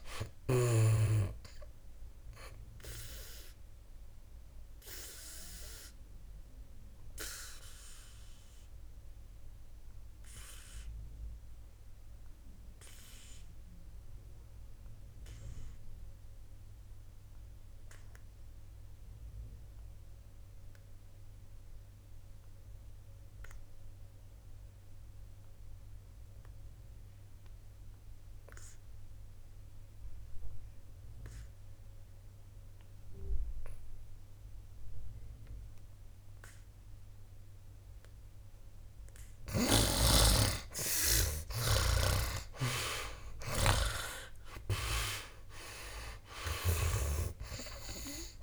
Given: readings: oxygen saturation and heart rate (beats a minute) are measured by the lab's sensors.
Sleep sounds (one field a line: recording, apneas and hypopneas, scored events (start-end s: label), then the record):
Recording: breathing in sleep by a room microphone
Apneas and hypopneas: 1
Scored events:
0.00-22.50 s: oxygen desaturation (device-marked, oxygen 73% lowest, heart rate 59 extreme)
4.00-38.50 s: obstructive apnea (oxygen 98% before, 72% lowest, heart rate 70 before, 59 extreme, up 15 after)
27.50-48.43 s: oxygen desaturation (device-marked, oxygen 99% before, 72% lowest, heart rate 65 before, 60 extreme)
42.00-46.50 s: arousal
42.00-47.50 s: snoring (device-marked)
From the record:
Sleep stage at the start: N2 (light sleep)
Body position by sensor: on the back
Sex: male